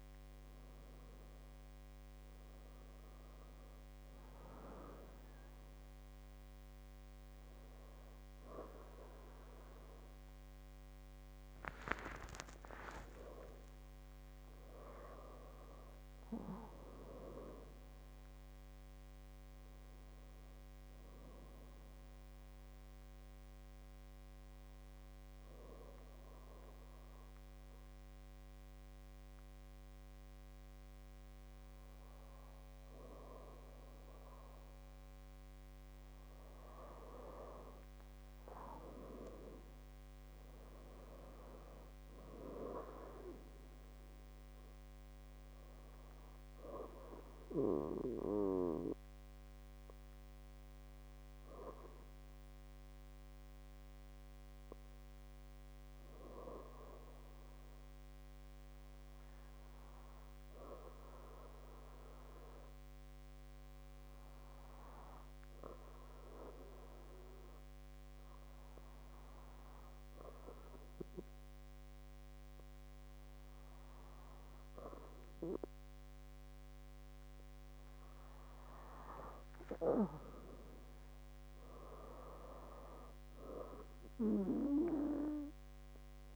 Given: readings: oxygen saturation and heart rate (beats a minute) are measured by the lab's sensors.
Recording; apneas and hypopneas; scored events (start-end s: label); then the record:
a person partly awake in a sleep study, by a microphone on the trachea; 2
20.00-86.36 s: new sleep stage, N2 (light sleep)
23.50-35.50 s: hypopnea (oxygen 99% before, 93% lowest, heart rate 81 before, 61 extreme, up 9 after)
37.00-41.00 s: arousal
42.00-61.00 s: oxygen desaturation (device-marked, oxygen 98% before, 95% lowest, heart rate 64 before, 62 extreme)
53.50-77.50 s: hypopnea (oxygen 98% before, 93% lowest, heart rate 65 before, 62 extreme, up 26 after)
78.00-86.36 s: oxygen desaturation (device-marked, oxygen 97% before, 93% lowest, heart rate 63 before, 63 extreme)
79.00-82.50 s: arousal
From the record:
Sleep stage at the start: awake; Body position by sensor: on the back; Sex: female